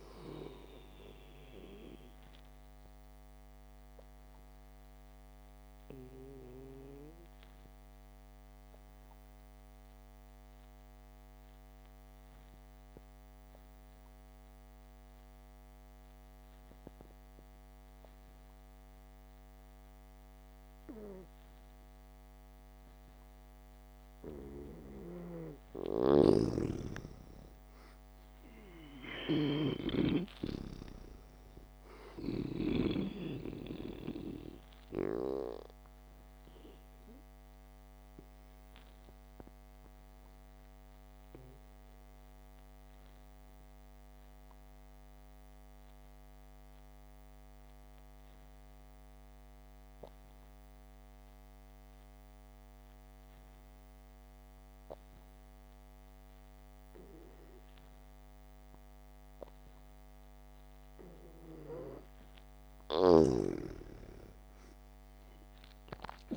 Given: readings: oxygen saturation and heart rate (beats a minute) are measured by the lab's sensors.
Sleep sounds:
breathing in sleep by a microphone on the trachea; 2
1.50-10.50 s: oxygen desaturation (device-marked, oxygen 98% before, 92% lowest, heart rate 66 before, 59 extreme)
4.00-25.00 s: obstructive apnea (oxygen 98% before, 90% lowest, heart rate 65 before, 56 extreme)
12.50-24.50 s: oxygen desaturation (device-marked, oxygen 94% before, 90% lowest, heart rate 63 before, 56 extreme)
26.50-30.50 s: snoring (device-marked)
27.50-30.50 s: arousal
40.00-60.50 s: obstructive apnea (oxygen 98% before, 91% lowest, heart rate 62 before, 61 extreme, up 1 after)
47.50-56.50 s: oxygen desaturation (device-marked, oxygen 95% before, 91% lowest, heart rate 62 before, 61 extreme)
63.00-66.37 s: arousal
63.50-66.37 s: snoring (device-marked)
From the record:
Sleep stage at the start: N2 (light sleep); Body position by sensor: on the back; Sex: male

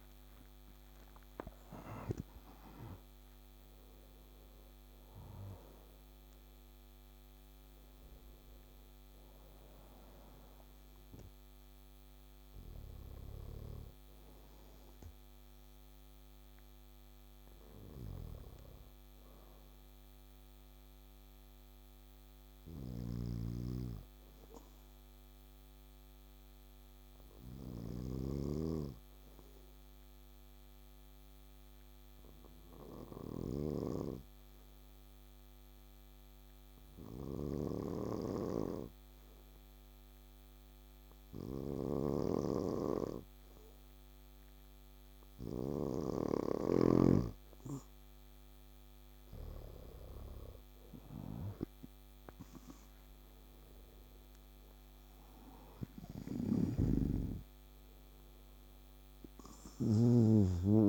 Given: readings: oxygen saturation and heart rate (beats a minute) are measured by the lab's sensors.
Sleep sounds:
breathing in sleep by a microphone on the trachea; 1
0.00-25.50 s: oxygen desaturation (device-marked, oxygen 92% lowest, heart rate 59 extreme)
22.00-47.50 s: obstructive apnea (oxygen 98% before, 94% lowest, heart rate 69 before, 59 extreme, up 10 after)
22.50-28.00 s: snoring (device-marked)
41.50-46.50 s: snoring (device-marked)
49.50-52.50 s: arousal
49.50-60.89 s: oxygen desaturation (device-marked, oxygen 98% before, 95% lowest, heart rate 61 before, 58 extreme)
56.00-60.00 s: snoring (device-marked)
From the record:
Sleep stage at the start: N2 (light sleep); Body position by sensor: on the back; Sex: male

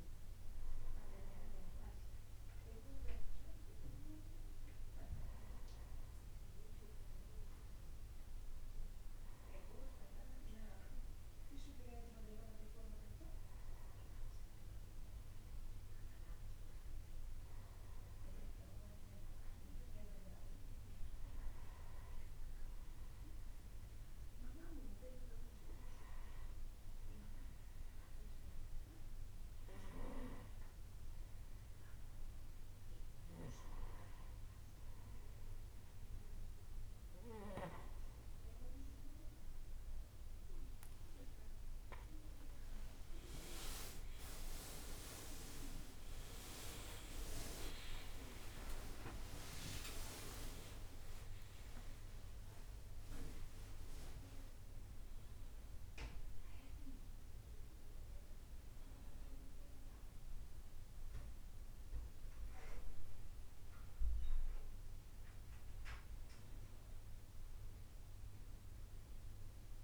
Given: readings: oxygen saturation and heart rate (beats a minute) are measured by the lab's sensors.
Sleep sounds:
breathing in sleep by a room microphone; 1
0.00-5.50 s: arousal
22.50-34.50 s: hypopnea (oxygen 97% before, 94% lowest, heart rate 64 before, 64 extreme, up 1 after)
43.50-49.50 s: arousal
46.50-59.50 s: drop in pulse transit time (device-marked, heart rate 65 before, 70 extreme)
50.50-52.50 s: long interval between heartbeats (device-marked, heart rate 67 before, 87 extreme)
From the record:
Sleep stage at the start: N1 (lightest sleep); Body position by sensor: on the back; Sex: male

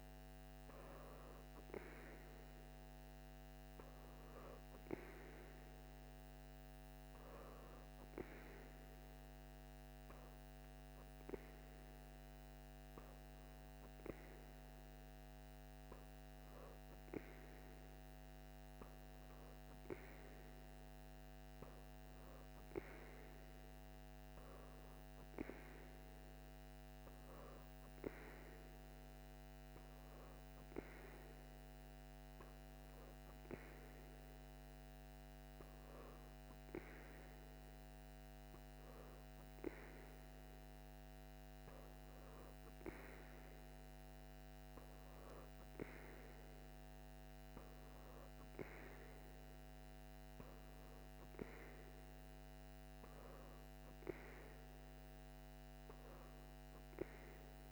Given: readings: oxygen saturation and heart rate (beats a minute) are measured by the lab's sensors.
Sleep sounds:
breathing in sleep by a microphone on the trachea; none
none scored
From the record:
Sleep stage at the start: N3 (deep sleep); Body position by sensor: on the back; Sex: female

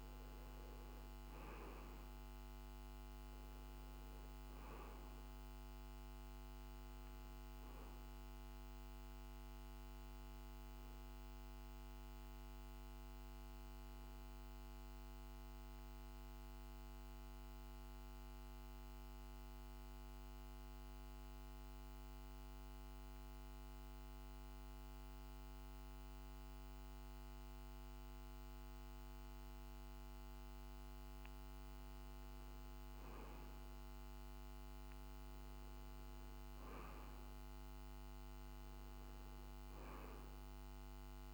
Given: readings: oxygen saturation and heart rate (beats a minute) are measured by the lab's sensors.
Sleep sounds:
breathing in sleep, hard to hear, by a microphone on the trachea; 1
13.50-30.00 s: mixed apnea (oxygen 97% before, 94% lowest, heart rate 51 before, 49 extreme, up 3 after)
32.00-41.34 s: oxygen desaturation (device-marked, oxygen 97% before, 94% lowest, heart rate 50 before, 48 extreme)
32.50-36.50 s: arousal
From the record:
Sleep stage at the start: N2 (light sleep); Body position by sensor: on the back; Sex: male

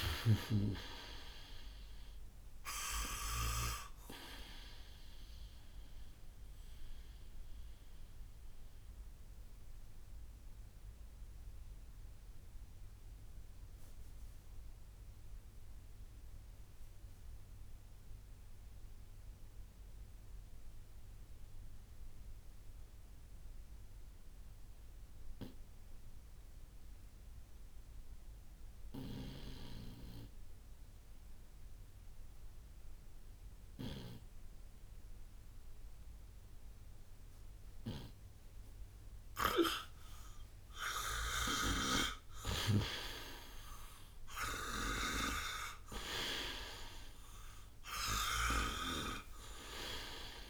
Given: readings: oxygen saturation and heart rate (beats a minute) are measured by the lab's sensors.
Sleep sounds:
breathing in sleep by a room microphone; 1
0.00-25.50 s: oxygen desaturation (device-marked, oxygen 76% lowest, heart rate 57 extreme)
6.50-39.50 s: obstructive apnea (oxygen 96% before, 76% lowest, heart rate 73 before, 57 extreme, up 10 after)
38.50-50.50 s: oxygen desaturation (device-marked, oxygen 98% before, 81% lowest, heart rate 61 before, 57 extreme)
41.00-45.50 s: arousal
From the record:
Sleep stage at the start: N2 (light sleep); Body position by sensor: on the right side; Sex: male

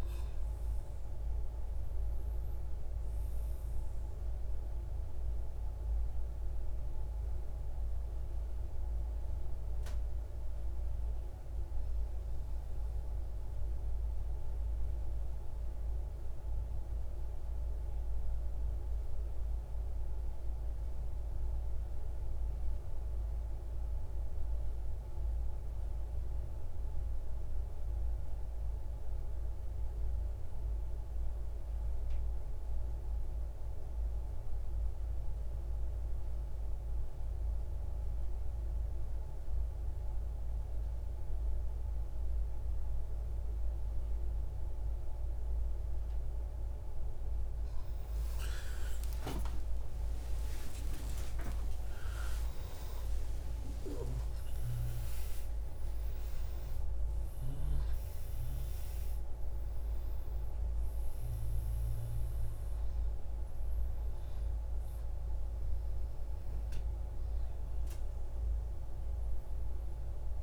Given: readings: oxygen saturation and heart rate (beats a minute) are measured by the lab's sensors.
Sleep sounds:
breathing in sleep, hard to hear, by a room microphone; 1
0.00-8.00 s: oxygen desaturation (device-marked, oxygen 87% lowest, heart rate 56 extreme)
5.00-47.00 s: mixed apnea (oxygen 93% before, 87% lowest, heart rate 78 before, 62 extreme, up 35 after)
32.00-70.43 s: oxygen desaturation (device-marked, oxygen 99% before, 88% lowest, heart rate 63 before, 58 extreme)
48.00-53.50 s: arousal
From the record:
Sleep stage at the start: N2 (light sleep); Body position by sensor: on the right side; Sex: male

